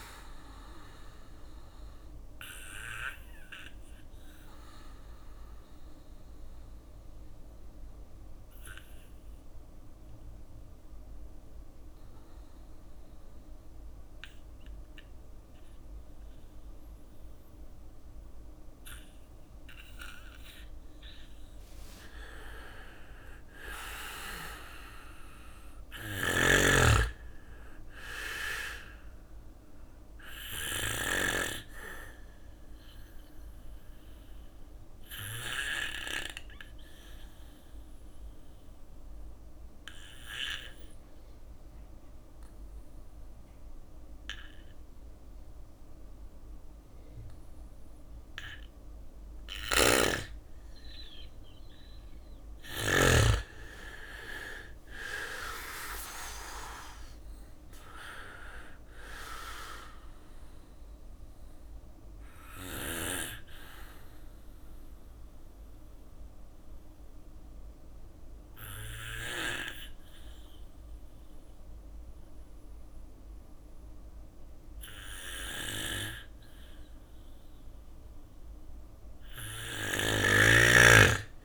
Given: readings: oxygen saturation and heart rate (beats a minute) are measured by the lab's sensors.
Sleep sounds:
breathing in sleep by a room microphone; 3
0.00-4.50 s: drop in pulse transit time (device-marked, heart rate 56 extreme)
0.00-17.50 s: bradycardia (device-marked, heart rate 54 extreme)
0.00-19.50 s: oxygen desaturation (device-marked, oxygen 94% lowest, heart rate 54 extreme)
2.00-18.00 s: obstructive apnea (oxygen 99% before, 93% lowest, heart rate 59 before, 55 extreme, up 5 after)
20.50-24.00 s: arousal
21.50-45.50 s: oxygen desaturation (device-marked, oxygen 99% before, 93% lowest, heart rate 57 before, 55 extreme)
24.50-30.00 s: snoring (device-marked)
27.50-50.50 s: bradycardia (device-marked, heart rate 61 before, 55 extreme)
30.00-49.00 s: obstructive apnea (oxygen 99% before, 92% lowest, heart rate 59 before, 55 extreme, up 5 after)
48.00-52.00 s: snoring (device-marked)
51.00-55.50 s: arousal
53.50-66.50 s: oxygen desaturation (device-marked, oxygen 99% before, 94% lowest, heart rate 57 before, 55 extreme)
54.50-67.50 s: drop in pulse transit time (device-marked, heart rate 57 before, 55 extreme)
59.50-74.00 s: obstructive apnea (oxygen 99% before, 91% lowest, heart rate 59 before, 55 extreme, up 6 after)
60.50-71.50 s: bradycardia (device-marked, heart rate 61 before, 55 extreme)
75.50-78.50 s: arousal
77.50-81.45 s: bradycardia (device-marked, heart rate 61 before, 56 extreme)
From the record:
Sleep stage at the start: N2 (light sleep); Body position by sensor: on the back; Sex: male

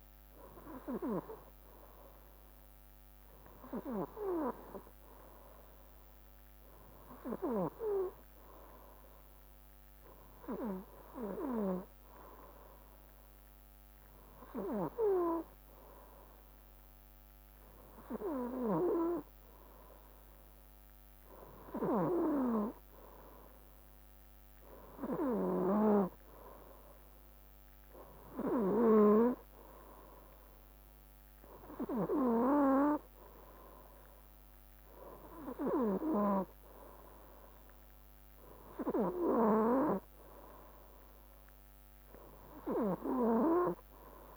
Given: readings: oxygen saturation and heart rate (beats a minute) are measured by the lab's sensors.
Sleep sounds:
breathing in sleep by a microphone on the trachea; none
none scored
From the record:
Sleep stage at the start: N3 (deep sleep); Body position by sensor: on the right side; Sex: male

